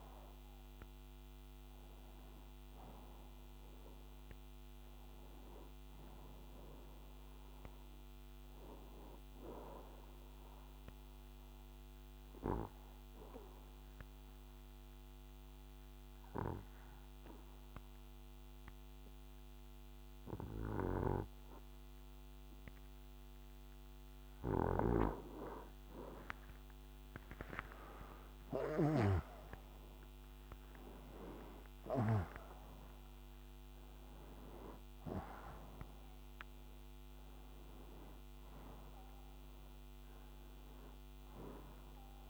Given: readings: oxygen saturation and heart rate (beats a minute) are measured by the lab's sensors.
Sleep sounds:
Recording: breathing in sleep by a microphone on the trachea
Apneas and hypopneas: 1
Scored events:
2.00-16.00 s: oxygen desaturation (device-marked, oxygen 97% before, 93% lowest, heart rate 63 before, 62 extreme)
10.00-25.00 s: obstructive apnea (oxygen 98% before, 90% lowest, heart rate 62 before, 62 extreme, up 0 after)
27.00-31.00 s: arousal
35.00-39.00 s: oxygen desaturation (device-marked, oxygen 95% before, 91% lowest, heart rate 63 before, 62 extreme)
From the record:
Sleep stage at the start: N2 (light sleep)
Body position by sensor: on the right side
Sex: male

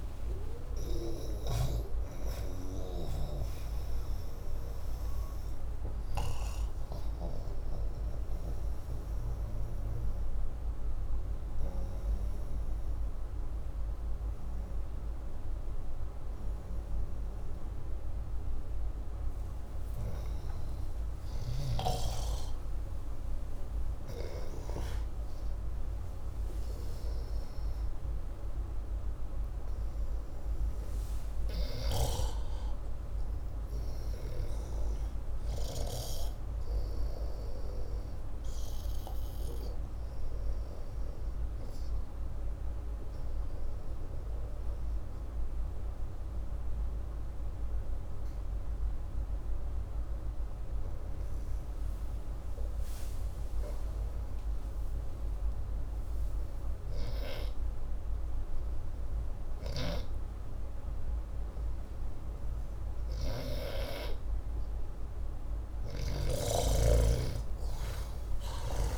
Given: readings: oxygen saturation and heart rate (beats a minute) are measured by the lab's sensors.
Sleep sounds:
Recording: breathing in sleep by a room microphone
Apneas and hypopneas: 1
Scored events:
45.00-58.50 s: obstructive apnea (oxygen 98% before, 89% lowest, heart rate 75 before, 63 extreme, up 6 after)
65.00-68.97 s: arousal
From the record:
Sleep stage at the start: N2 (light sleep)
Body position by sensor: upright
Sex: male

